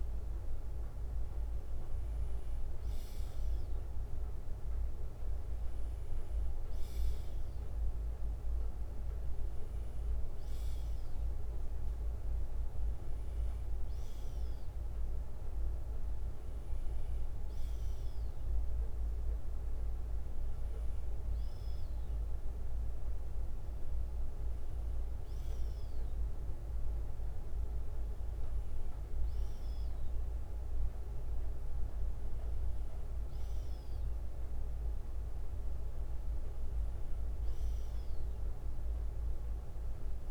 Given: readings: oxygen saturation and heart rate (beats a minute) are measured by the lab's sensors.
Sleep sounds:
breathing in sleep, hard to hear, by a room microphone; none
3.00-10.00 s: bradycardia (device-marked, heart rate 61 before, 59 extreme)
18.00-27.00 s: bradycardia (device-marked, heart rate 61 before, 57 extreme)
30.00-37.00 s: bradycardia (device-marked, heart rate 61 before, 59 extreme)
From the record:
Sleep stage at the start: N2 (light sleep); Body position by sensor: on the left side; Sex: male

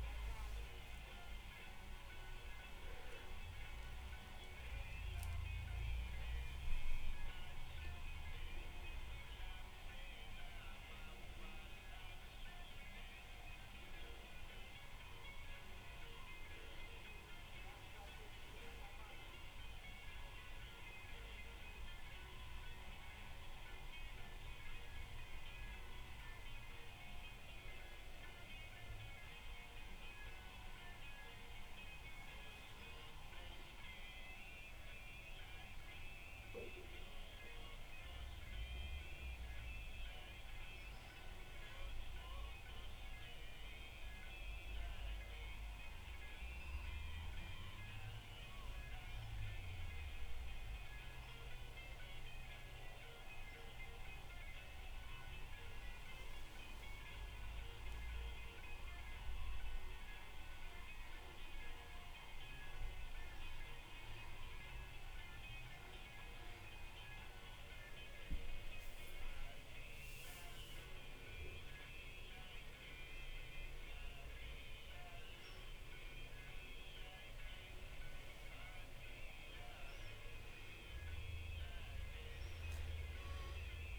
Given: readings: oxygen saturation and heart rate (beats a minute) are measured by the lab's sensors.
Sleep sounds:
a person partly awake in a sleep study, hard to hear, by a room microphone; 1
11.00-83.98 s: new sleep stage, N1 (lightest sleep)
19.50-31.00 s: hypopnea (oxygen 96% before, 92% lowest)
33.50-37.00 s: arousal
From the record:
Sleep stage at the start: awake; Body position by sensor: on the back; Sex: female

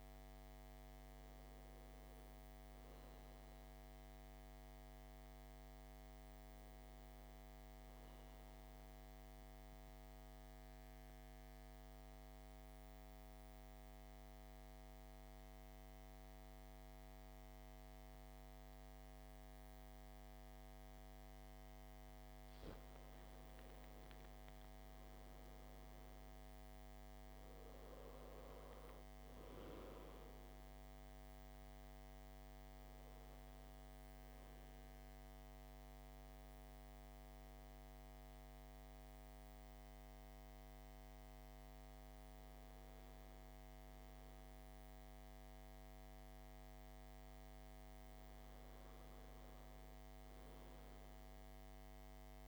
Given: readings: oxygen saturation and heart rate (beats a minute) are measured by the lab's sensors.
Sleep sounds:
breathing in sleep, hard to hear, by a microphone on the trachea; 1
0.00-9.50 s: oxygen desaturation (device-marked, oxygen 93% lowest, heart rate 52 extreme)
8.00-22.50 s: mixed apnea (oxygen 97% before, 90% lowest, heart rate 57 before, 52 extreme, up 3 after)
24.00-27.50 s: arousal
35.50-49.50 s: oxygen desaturation (device-marked, oxygen 97% before, 90% lowest, heart rate 55 before, 53 extreme)
From the record:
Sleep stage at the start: N2 (light sleep); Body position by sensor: on the back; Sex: male

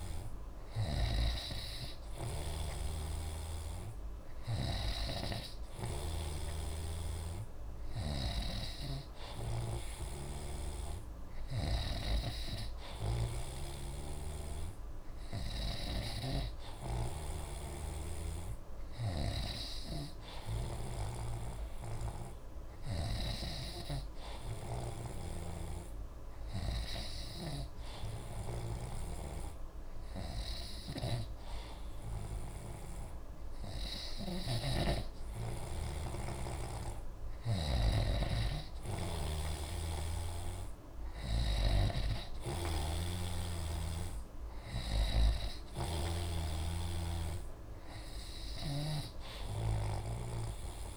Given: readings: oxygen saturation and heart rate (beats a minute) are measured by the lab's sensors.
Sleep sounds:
breathing in sleep by a room microphone; none
9.50-13.50 s: snoring (device-marked)
25.50-29.00 s: snoring (device-marked)
31.00-34.50 s: snoring (device-marked)
41.50-45.00 s: snoring (device-marked)
49.50-50.96 s: snoring (device-marked)
From the record:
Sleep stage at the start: N2 (light sleep); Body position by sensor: on the right side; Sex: male

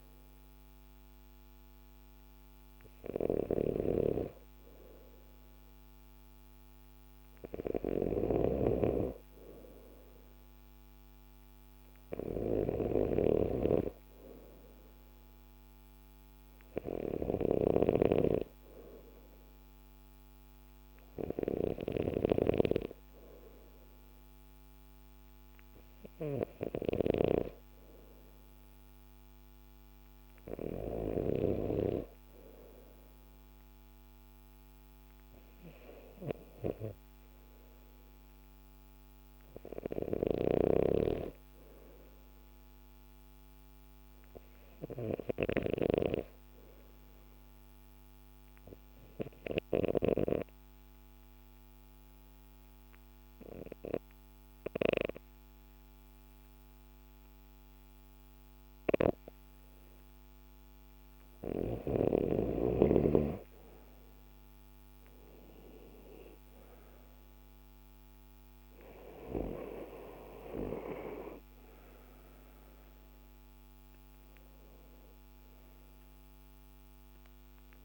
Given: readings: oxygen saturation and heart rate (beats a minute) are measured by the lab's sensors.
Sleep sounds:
breathing in sleep by a microphone on the trachea; 1
8.00-13.00 s: snoring (device-marked)
49.50-62.00 s: obstructive apnea (oxygen 95% before, 93% lowest, heart rate 50 before, 49 extreme, up 7 after)
65.00-68.50 s: arousal
From the record:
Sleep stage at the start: N2 (light sleep); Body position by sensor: on the left side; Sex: male

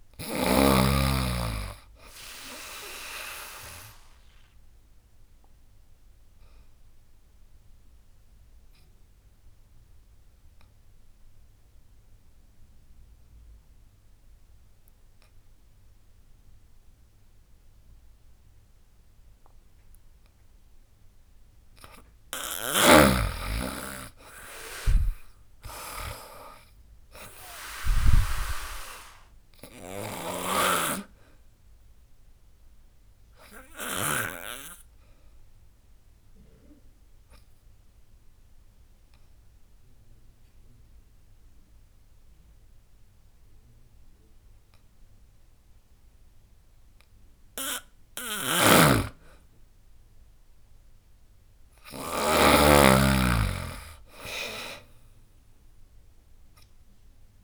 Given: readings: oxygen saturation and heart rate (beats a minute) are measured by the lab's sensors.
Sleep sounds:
breathing in sleep by a room microphone; 2
0.00-8.50 s: drop in pulse transit time (device-marked, heart rate 76 extreme)
5.00-21.50 s: obstructive apnea (oxygen 99% before, 93% lowest, heart rate 74 before, 64 extreme, up 18 after)
23.50-26.50 s: arousal
23.50-36.50 s: drop in pulse transit time (device-marked, heart rate 72 before, 70 extreme)
26.50-37.50 s: oxygen desaturation (device-marked, oxygen 99% before, 94% lowest, heart rate 72 before, 65 extreme)
29.50-34.00 s: snoring (device-marked)
29.50-46.50 s: obstructive apnea (oxygen 99% before, 92% lowest, heart rate 73 before, 65 extreme, up 18 after)
48.00-52.00 s: snoring (device-marked)
49.00-52.00 s: arousal
50.50-57.43 s: drop in pulse transit time (device-marked, heart rate 71 before, 76 extreme)
52.50-57.43 s: oxygen desaturation (device-marked, oxygen 98% before, 94% lowest, heart rate 71 before, 64 extreme)
From the record:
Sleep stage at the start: N2 (light sleep); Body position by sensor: on the back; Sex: female

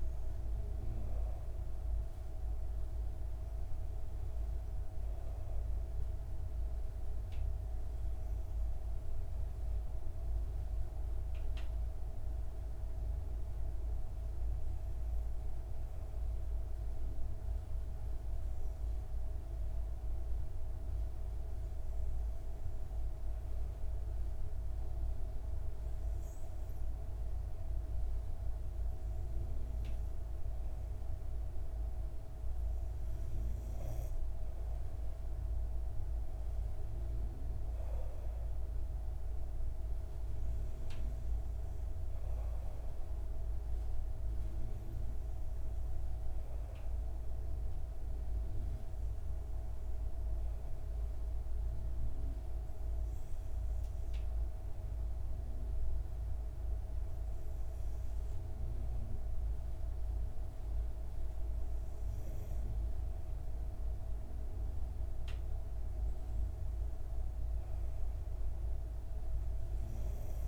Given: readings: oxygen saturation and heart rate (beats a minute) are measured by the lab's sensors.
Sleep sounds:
breathing in sleep, hard to hear, by a room microphone; 1
11.00-29.50 s: hypopnea (oxygen 96% before, 95% lowest)
31.00-34.00 s: arousal
From the record:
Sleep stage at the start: N2 (light sleep); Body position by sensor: on the back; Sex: female

